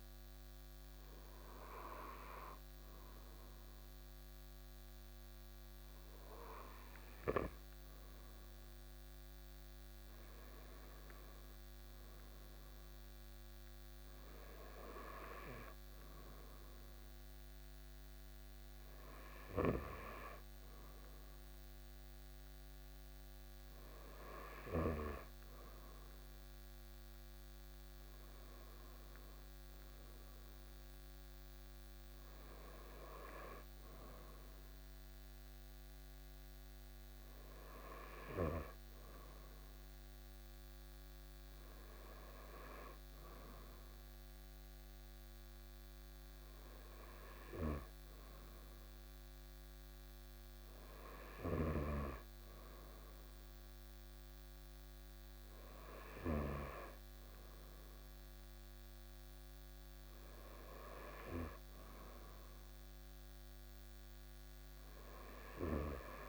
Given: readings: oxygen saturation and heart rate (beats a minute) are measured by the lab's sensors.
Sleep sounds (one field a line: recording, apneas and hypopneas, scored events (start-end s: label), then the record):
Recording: breathing in sleep by a microphone on the trachea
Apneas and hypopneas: none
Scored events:
none scored
From the record:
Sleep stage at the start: N2 (light sleep)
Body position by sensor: on the right side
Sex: male